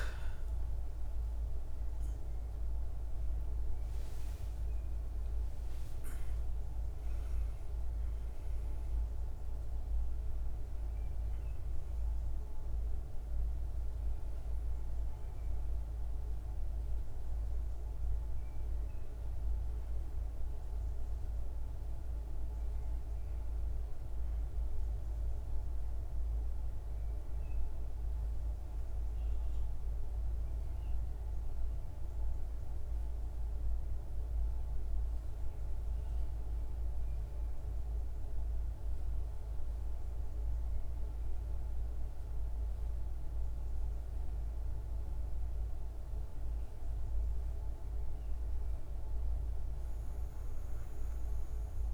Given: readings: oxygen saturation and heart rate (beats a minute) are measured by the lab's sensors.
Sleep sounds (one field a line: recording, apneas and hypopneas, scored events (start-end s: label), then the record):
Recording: a person partly awake in a sleep study, hard to hear, by a room microphone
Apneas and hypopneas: none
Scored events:
20.00-51.94 s: new sleep stage, N1 (lightest sleep)
From the record:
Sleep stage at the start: awake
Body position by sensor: on the back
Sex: female